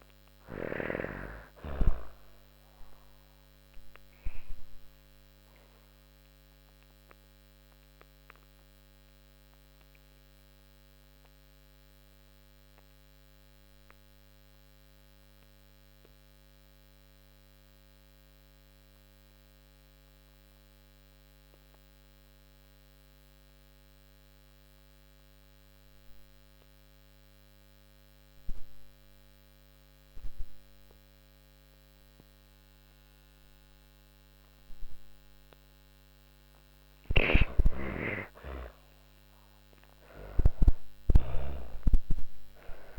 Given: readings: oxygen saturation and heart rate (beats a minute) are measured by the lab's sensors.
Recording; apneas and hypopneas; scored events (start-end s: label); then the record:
breathing in sleep by a microphone on the trachea; 1
0.00-20.00 s: oxygen desaturation (device-marked, oxygen 86% lowest)
2.00-35.00 s: obstructive apnea (oxygen 100% before, 85% lowest)
35.00-42.99 s: oxygen desaturation (device-marked, oxygen 98% before, 85% lowest)
35.50-40.00 s: snoring (device-marked)
37.00-41.50 s: arousal
From the record:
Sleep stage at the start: N2 (light sleep); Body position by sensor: on the back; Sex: female